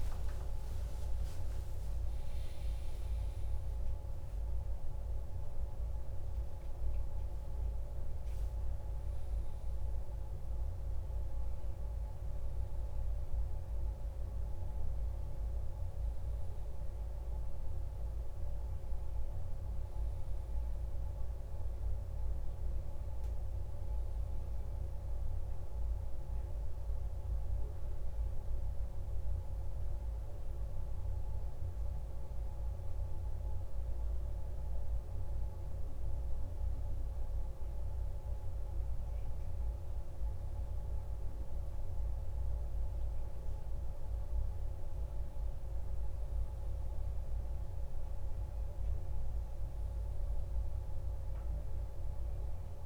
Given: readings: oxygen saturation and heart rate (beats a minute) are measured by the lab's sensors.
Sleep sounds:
breathing in sleep, hard to hear, by a room microphone; none
none scored
From the record:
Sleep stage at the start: N1 (lightest sleep); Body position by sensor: on the back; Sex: male

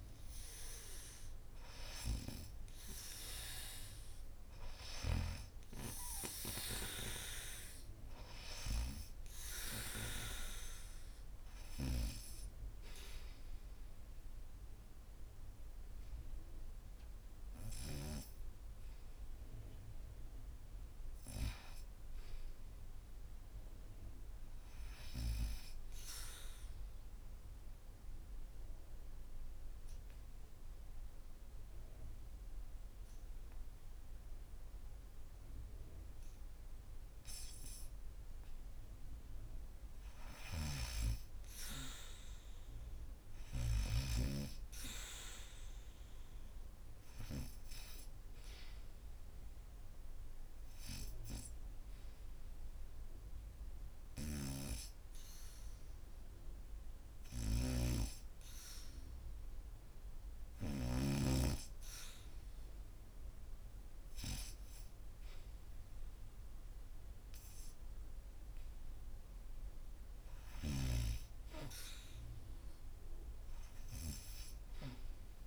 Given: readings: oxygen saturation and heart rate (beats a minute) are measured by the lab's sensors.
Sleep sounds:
breathing in sleep by a room microphone; 2
0.00-5.00 s: snoring (device-marked)
15.50-19.50 s: arousal
24.50-37.50 s: obstructive apnea (oxygen 97% before, 80% lowest, heart rate 80 before, 68 extreme)
31.00-47.00 s: oxygen desaturation (device-marked, oxygen 97% before, 93% lowest, heart rate 79 before, 68 extreme)
40.00-44.00 s: arousal
51.50-68.50 s: hypopnea (oxygen 97% before, 80% lowest, heart rate 71 before, 74 extreme, up 0 after)
52.00-66.00 s: oxygen desaturation (device-marked, oxygen 95% before, 80% lowest, heart rate 71 before, 74 extreme)
57.00-60.50 s: snoring (device-marked)
71.50-75.47 s: arousal
From the record:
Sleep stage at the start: N2 (light sleep); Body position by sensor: on the back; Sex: female

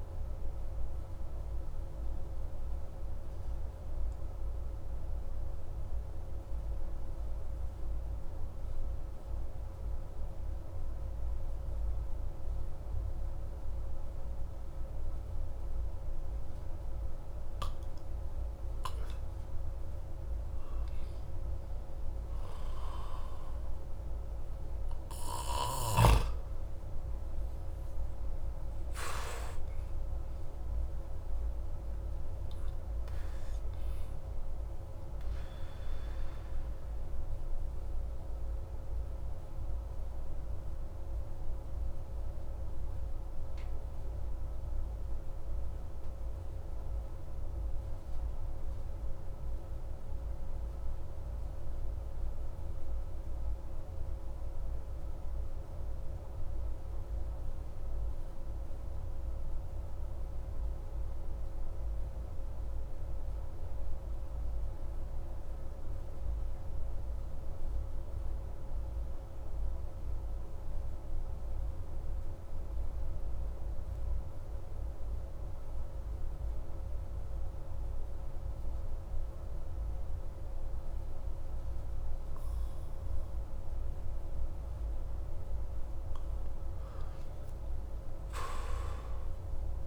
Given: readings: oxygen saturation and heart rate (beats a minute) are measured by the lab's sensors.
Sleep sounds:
breathing in sleep, hard to hear, by a room microphone; 2
0.00-25.00 s: oxygen desaturation (device-marked, oxygen 90% lowest)
2.00-19.00 s: obstructive apnea (oxygen 98% before, 90% lowest)
26.50-32.00 s: arousal
36.50-85.50 s: obstructive apnea (oxygen 94% before, 90% lowest)
78.00-89.87 s: oxygen desaturation (device-marked, oxygen 97% before, 92% lowest)
88.00-89.87 s: arousal
From the record:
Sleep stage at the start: N2 (light sleep); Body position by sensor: on the back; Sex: male

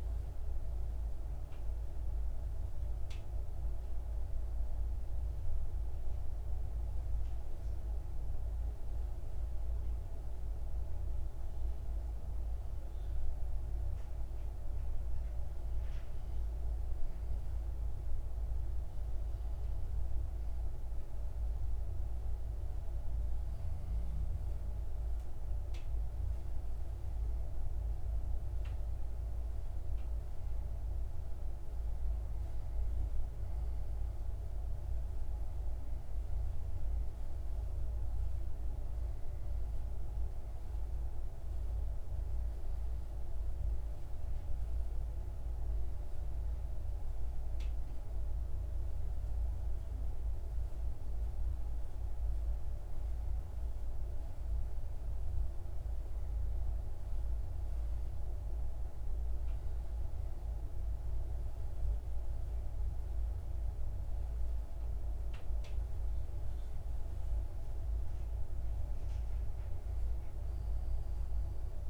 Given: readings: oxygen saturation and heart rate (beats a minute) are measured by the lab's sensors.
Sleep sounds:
breathing in sleep, hard to hear, by a room microphone; 1
41.50-57.50 s: hypopnea (oxygen 94% before, 92% lowest)
60.00-64.00 s: arousal
From the record:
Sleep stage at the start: N2 (light sleep); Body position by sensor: on the back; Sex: male

